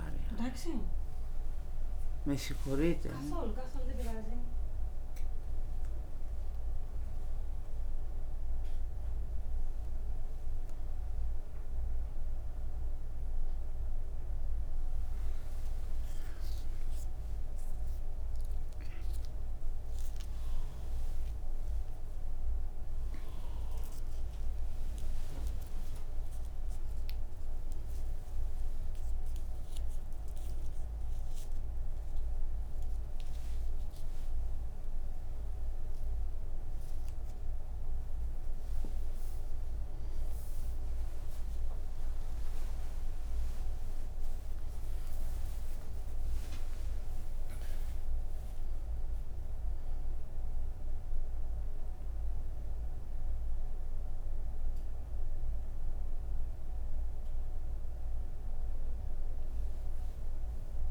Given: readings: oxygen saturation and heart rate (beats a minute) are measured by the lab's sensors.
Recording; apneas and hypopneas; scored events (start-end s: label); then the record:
breathing in sleep by a room microphone; none
24.50-42.50 s: oxygen desaturation (device-marked, oxygen 98% before, 94% lowest)
From the record:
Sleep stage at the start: N3 (deep sleep); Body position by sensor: on the right side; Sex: female